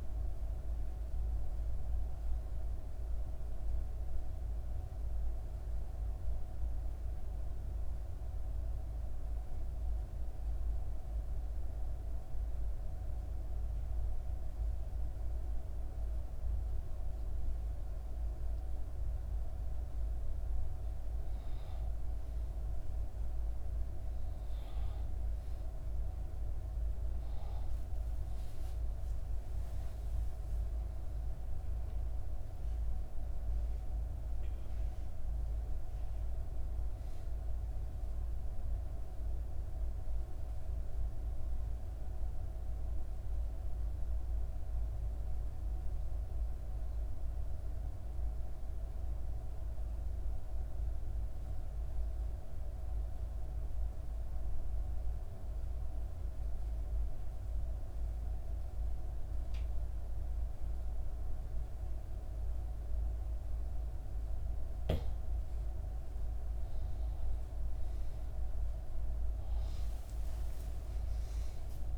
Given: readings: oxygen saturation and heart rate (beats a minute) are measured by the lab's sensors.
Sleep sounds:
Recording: breathing in sleep, hard to hear, by a room microphone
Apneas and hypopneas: 2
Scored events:
0.00-8.00 s: oxygen desaturation (device-marked, oxygen 93% lowest, heart rate 58 extreme)
6.00-20.00 s: obstructive apnea (oxygen 97% before, 89% lowest, heart rate 66 before, 58 extreme, up 6 after)
22.50-28.00 s: arousal
27.00-46.00 s: oxygen desaturation (device-marked, oxygen 97% before, 92% lowest, heart rate 60 before, 58 extreme)
44.00-63.00 s: obstructive apnea (oxygen 97% before, 88% lowest, heart rate 64 before, 59 extreme, up 5 after)
65.00-71.98 s: oxygen desaturation (device-marked, oxygen 97% before, 88% lowest, heart rate 59 before, 60 extreme)
67.00-71.50 s: arousal
From the record:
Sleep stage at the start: N2 (light sleep)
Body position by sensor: on the back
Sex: female

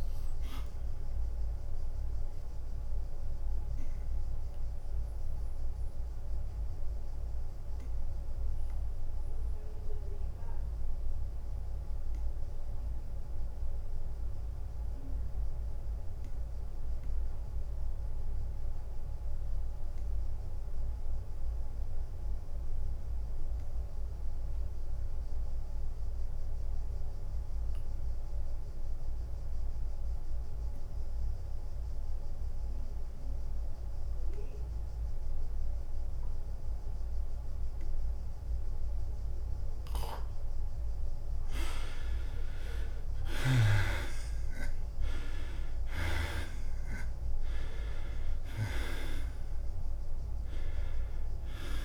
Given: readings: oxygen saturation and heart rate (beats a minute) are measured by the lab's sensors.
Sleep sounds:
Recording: breathing in sleep by a room microphone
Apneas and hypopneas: 1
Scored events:
0.00-4.50 s: drop in pulse transit time (device-marked, heart rate 87 extreme)
4.00-41.50 s: obstructive apnea (oxygen 97% before, 74% lowest, heart rate 90 before, 82 extreme, up 10 after)
12.50-20.50 s: oxygen desaturation (device-marked, oxygen 93% before, 80% lowest, heart rate 91 before, 82 extreme)
26.50-28.50 s: long interval between heartbeats (device-marked, heart rate 88 before, 83 extreme)
42.50-47.50 s: arousal
43.50-51.85 s: drop in pulse transit time (device-marked, heart rate 84 before, 89 extreme)
From the record:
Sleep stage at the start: N2 (light sleep)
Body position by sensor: on the back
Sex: male

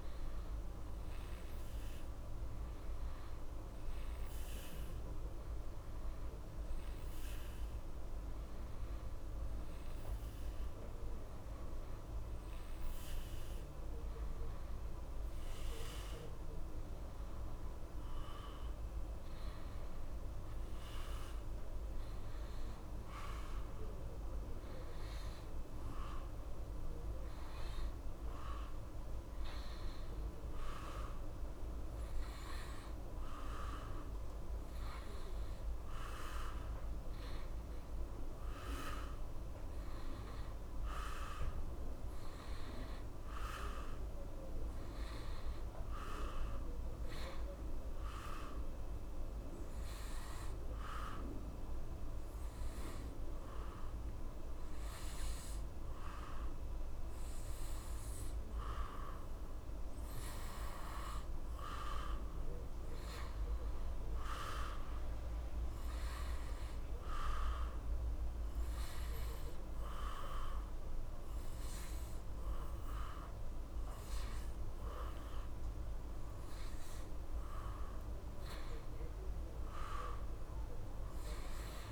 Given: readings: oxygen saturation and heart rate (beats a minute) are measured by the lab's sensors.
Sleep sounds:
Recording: breathing in sleep by a room microphone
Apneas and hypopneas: none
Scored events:
none scored
From the record:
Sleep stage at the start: N2 (light sleep)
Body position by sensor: on the back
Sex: male

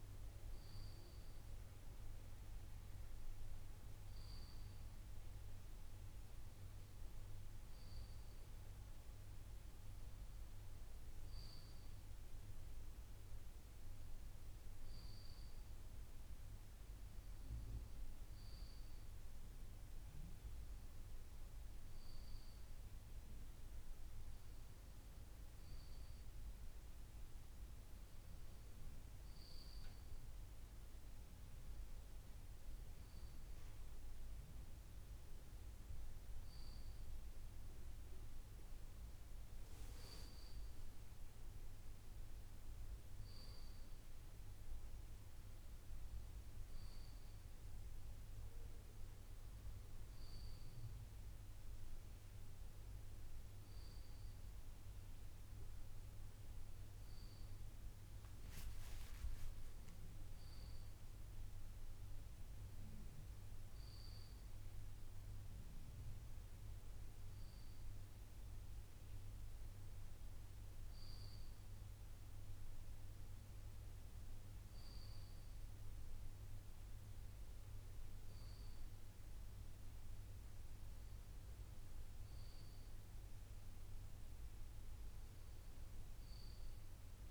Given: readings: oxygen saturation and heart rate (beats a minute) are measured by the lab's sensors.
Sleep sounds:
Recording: breathing in sleep, hard to hear, by a room microphone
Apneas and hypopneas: none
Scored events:
none scored
From the record:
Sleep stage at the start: N2 (light sleep)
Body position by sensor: on the left side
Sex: male

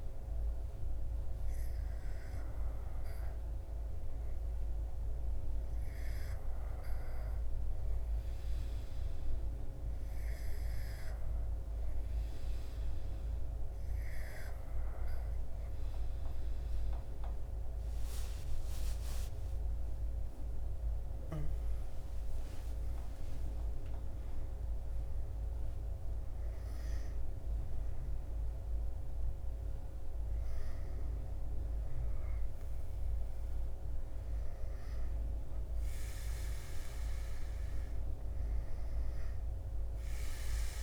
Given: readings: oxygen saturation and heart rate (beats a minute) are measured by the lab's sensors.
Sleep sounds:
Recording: breathing in sleep, hard to hear, by a room microphone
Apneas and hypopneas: none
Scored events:
5.50-40.83 s: new sleep stage, N2 (light sleep)
17.50-23.00 s: arousal
From the record:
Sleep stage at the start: N3 (deep sleep)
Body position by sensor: on the back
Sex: male

